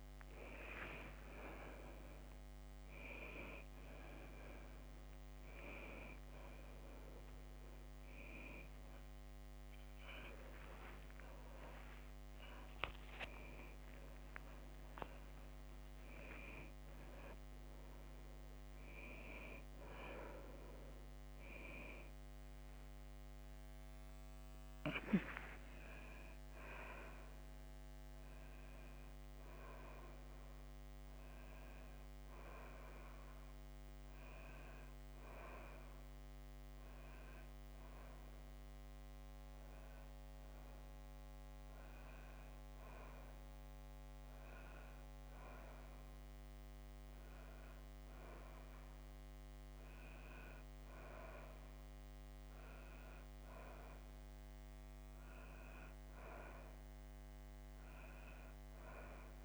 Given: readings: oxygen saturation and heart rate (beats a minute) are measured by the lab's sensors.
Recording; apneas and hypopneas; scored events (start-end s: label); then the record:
breathing in sleep by a microphone on the trachea; none
28.00-59.45 s: new sleep stage, N2 (light sleep)
From the record:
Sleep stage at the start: N1 (lightest sleep); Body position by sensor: on the back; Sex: female